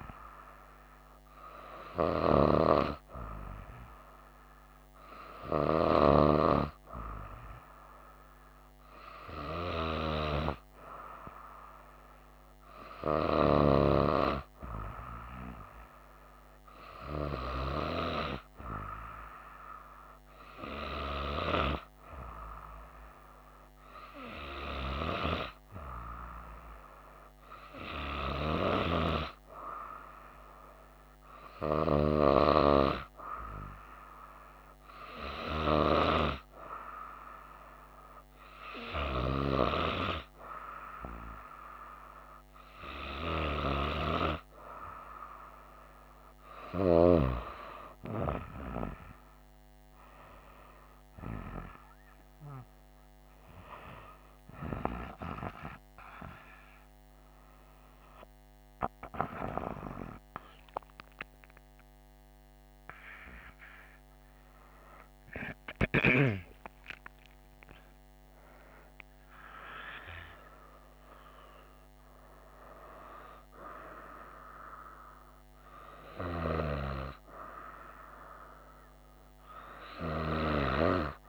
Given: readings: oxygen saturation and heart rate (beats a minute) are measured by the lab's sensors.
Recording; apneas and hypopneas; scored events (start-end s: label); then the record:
breathing in sleep by a microphone on the trachea; none
65.50-70.00 s: arousal
From the record:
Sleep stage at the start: N2 (light sleep); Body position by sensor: on the right side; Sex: female